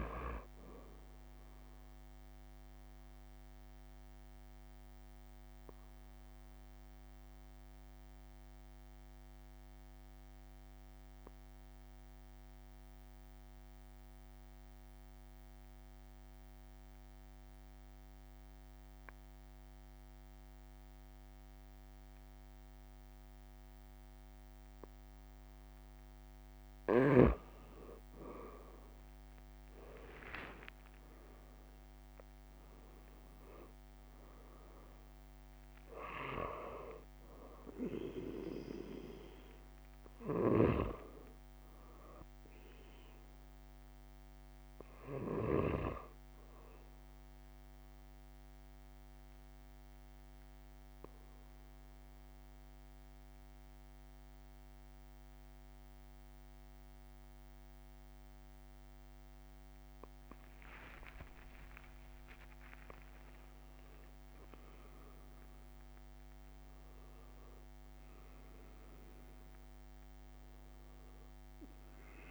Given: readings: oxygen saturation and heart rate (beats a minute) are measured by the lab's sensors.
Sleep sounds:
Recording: breathing in sleep by a microphone on the trachea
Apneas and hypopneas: 2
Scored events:
0.00-13.50 s: oxygen desaturation (device-marked, oxygen 93% lowest)
2.50-25.00 s: obstructive apnea (oxygen 97% before, 92% lowest)
14.00-16.00 s: long interval between heartbeats (device-marked)
25.50-27.50 s: long interval between heartbeats (device-marked)
29.50-34.50 s: arousal
30.50-41.50 s: oxygen desaturation (device-marked, oxygen 97% before, 93% lowest)
32.00-34.00 s: long interval between heartbeats (device-marked)
47.00-60.50 s: obstructive apnea (oxygen 97% before, 92% lowest)
60.00-62.00 s: long interval between heartbeats (device-marked)
62.00-64.00 s: long interval between heartbeats (device-marked)
62.00-66.50 s: arousal
68.50-70.50 s: long interval between heartbeats (device-marked)
From the record:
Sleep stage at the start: N2 (light sleep)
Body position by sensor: on the back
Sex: male

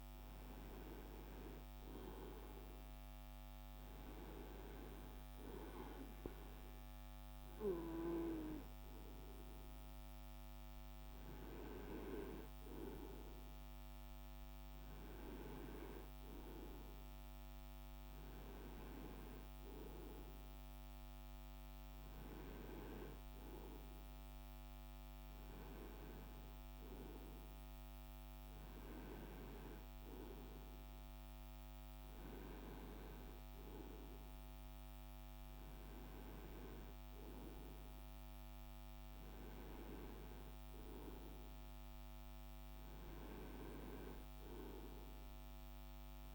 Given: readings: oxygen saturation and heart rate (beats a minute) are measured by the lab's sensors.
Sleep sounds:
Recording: breathing in sleep by a microphone on the trachea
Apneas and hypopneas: none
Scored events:
none scored
From the record:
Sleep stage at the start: N2 (light sleep)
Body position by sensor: on the right side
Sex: male

